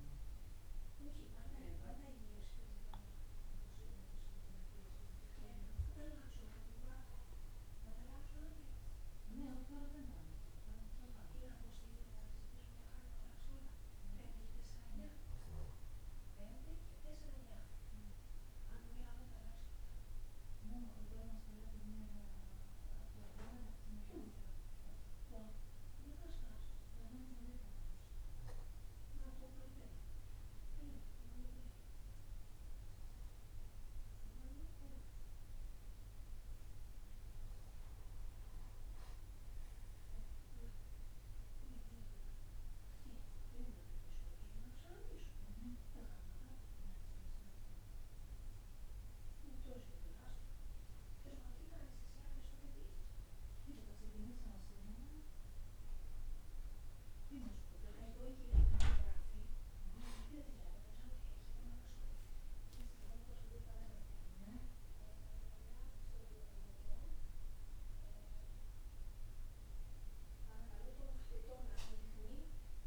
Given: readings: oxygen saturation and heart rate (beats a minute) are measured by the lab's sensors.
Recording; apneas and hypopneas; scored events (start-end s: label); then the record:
breathing in sleep by a room microphone; 1
17.00-22.00 s: arousal
26.50-39.00 s: hypopnea (oxygen 96% before, 94% lowest, heart rate 62 before, 60 extreme, up 6 after)
41.50-45.00 s: arousal
From the record:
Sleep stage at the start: N2 (light sleep); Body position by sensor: on the back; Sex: male